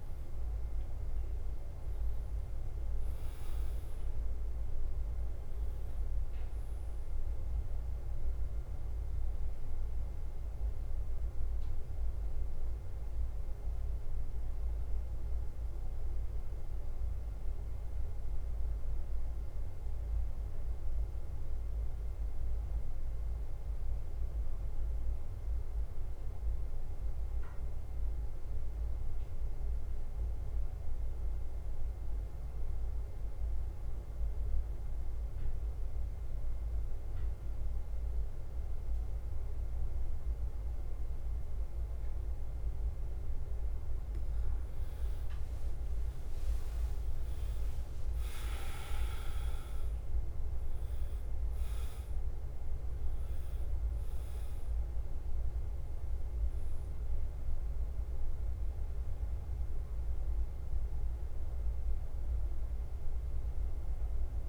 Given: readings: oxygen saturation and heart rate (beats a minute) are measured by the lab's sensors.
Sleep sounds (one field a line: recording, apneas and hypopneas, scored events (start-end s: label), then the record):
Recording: breathing in sleep, hard to hear, by a room microphone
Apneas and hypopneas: 1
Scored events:
0.00-2.00 s: arousal
0.00-64.49 s: bradycardia (device-marked, heart rate 41 extreme)
20.00-44.00 s: mixed apnea (oxygen 99% before, 92% lowest, heart rate 54 before, 48 extreme, up 6 after)
45.50-50.00 s: arousal
46.50-64.49 s: oxygen desaturation (device-marked, oxygen 99% before, 93% lowest, heart rate 49 before, 51 extreme)
From the record:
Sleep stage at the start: N2 (light sleep)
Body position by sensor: on the back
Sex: male